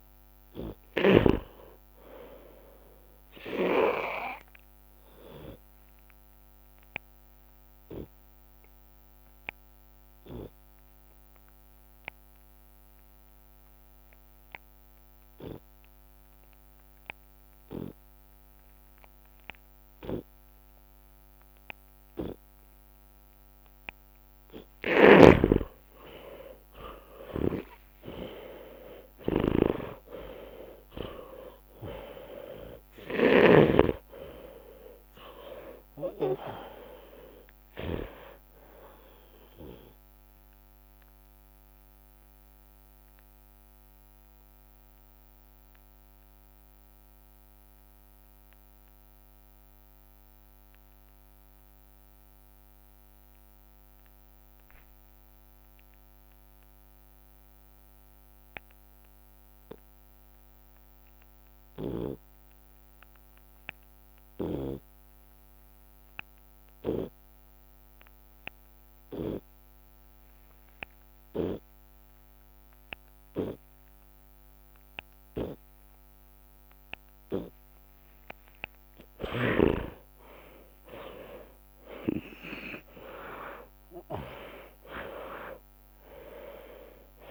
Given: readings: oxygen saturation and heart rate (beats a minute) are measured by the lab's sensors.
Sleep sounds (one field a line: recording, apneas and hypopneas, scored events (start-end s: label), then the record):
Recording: breathing in sleep by a microphone on the trachea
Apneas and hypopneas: 2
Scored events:
0.00-22.50 s: oxygen desaturation (device-marked, oxygen 88% lowest, heart rate 60 extreme)
6.50-23.50 s: obstructive apnea (oxygen 99% before, 81% lowest, heart rate 63 before, 61 extreme, up 8 after)
15.50-17.50 s: long interval between heartbeats (device-marked, heart rate 64 before, 70 extreme)
18.00-20.00 s: long interval between heartbeats (device-marked, heart rate 64 before, 78 extreme)
22.50-24.50 s: long interval between heartbeats (device-marked, heart rate 67 before, 73 extreme)
26.50-40.50 s: drop in pulse transit time (device-marked, heart rate 69 before, 67 extreme)
27.00-32.00 s: arousal
27.50-33.50 s: snoring (device-marked)
34.00-36.00 s: long interval between heartbeats (device-marked, heart rate 72 before, 87 extreme)
36.50-38.50 s: long interval between heartbeats (device-marked, heart rate 76 before, 87 extreme)
40.00-42.00 s: long interval between heartbeats (device-marked, heart rate 78 before, 90 extreme)
40.50-77.50 s: obstructive apnea (oxygen 94% before, 72% lowest)
46.50-62.50 s: oxygen desaturation (device-marked, oxygen 94% before, 81% lowest, heart rate 84 before, 58 extreme)
48.00-50.00 s: long interval between heartbeats (device-marked, heart rate 85 before, 72 extreme)
62.00-64.00 s: long interval between heartbeats (device-marked, heart rate 75 before, 71 extreme)
63.50-73.50 s: tachycardia (device-marked, heart rate 72 before, 119 extreme)
65.00-67.00 s: long interval between heartbeats (device-marked, heart rate 73 before, 88 extreme)
68.00-70.00 s: long interval between heartbeats (device-marked, heart rate 75 before, 104 extreme)
70.50-72.50 s: long interval between heartbeats (device-marked, heart rate 79 before, 116 extreme)
74.00-76.00 s: long interval between heartbeats (device-marked, heart rate 84 before, 105 extreme)
75.50-77.50 s: drop in pulse transit time (device-marked, heart rate 88 before, 80 extreme)
78.00-80.00 s: long interval between heartbeats (device-marked, heart rate 91 before, 84 extreme)
79.50-84.00 s: arousal
From the record:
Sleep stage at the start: N2 (light sleep)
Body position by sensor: on the left side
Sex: male